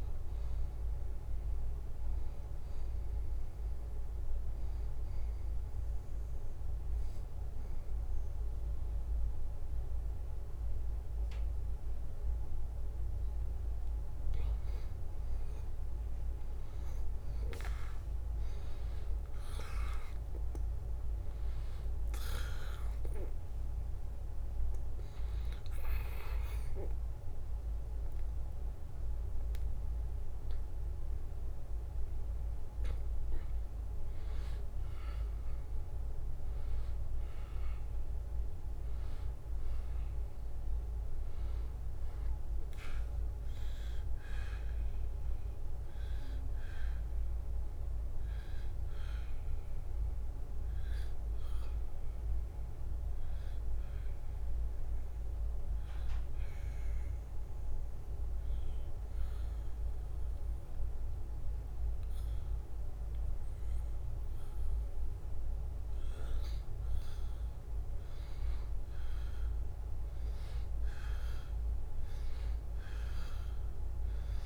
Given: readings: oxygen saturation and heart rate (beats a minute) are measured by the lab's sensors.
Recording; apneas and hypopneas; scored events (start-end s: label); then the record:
breathing in sleep, hard to hear, by a room microphone; 2
0.00-10.50 s: oxygen desaturation (device-marked, oxygen 90% lowest, heart rate 73 extreme)
4.50-15.50 s: obstructive apnea (oxygen 94% before, 90% lowest, heart rate 75 before, 73 extreme, up 2 after)
24.00-28.50 s: arousal
25.50-38.50 s: oxygen desaturation (device-marked, oxygen 94% before, 90% lowest, heart rate 75 before, 73 extreme)
47.00-66.50 s: obstructive apnea (oxygen 94% before, 89% lowest, heart rate 79 before, 72 extreme, up 1 after)
69.00-73.00 s: arousal
72.50-74.46 s: oxygen desaturation (device-marked, oxygen 94% before, 90% lowest, heart rate 74 before, 72 extreme)
From the record:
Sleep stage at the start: N2 (light sleep); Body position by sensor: on the back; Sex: male